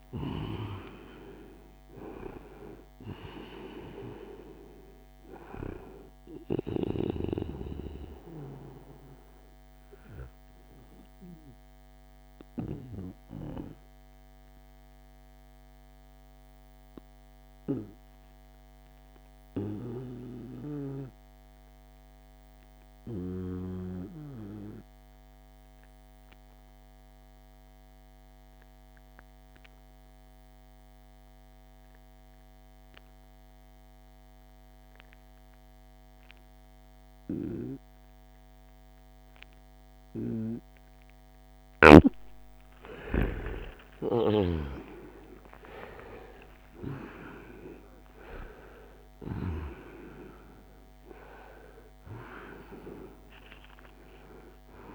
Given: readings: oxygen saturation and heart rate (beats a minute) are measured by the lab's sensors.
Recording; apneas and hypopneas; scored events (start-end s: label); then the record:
breathing in sleep by a microphone on the trachea; 1
0.00-1.00 s: arousal
0.00-22.50 s: oxygen desaturation (device-marked, oxygen 89% lowest, heart rate 63 extreme)
11.50-40.00 s: obstructive apnea (oxygen 96% before, 89% lowest, heart rate 77 before, 63 extreme, up 11 after)
40.50-44.00 s: snoring (device-marked)
42.00-48.50 s: arousal
From the record:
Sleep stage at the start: N2 (light sleep); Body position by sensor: on the right side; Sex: male